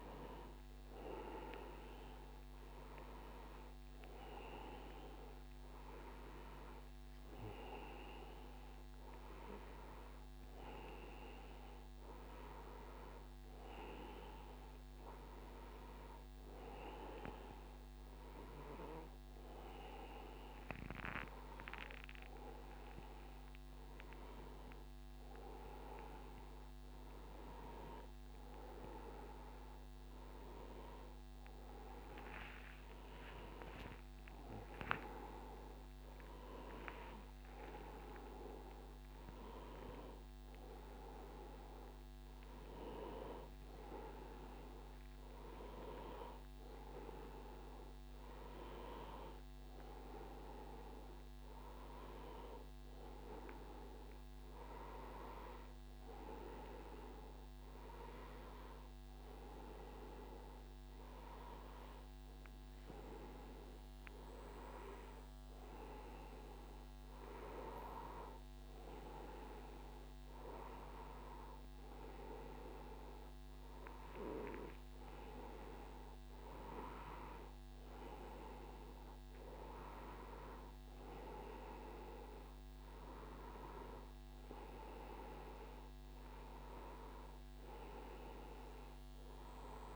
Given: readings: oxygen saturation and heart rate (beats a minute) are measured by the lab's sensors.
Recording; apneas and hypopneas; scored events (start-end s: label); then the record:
a person awake in a sleep study, by a microphone on the trachea; none
54.50-89.96 s: new sleep stage, N1 (lightest sleep)
From the record:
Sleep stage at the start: awake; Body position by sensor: on the back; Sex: male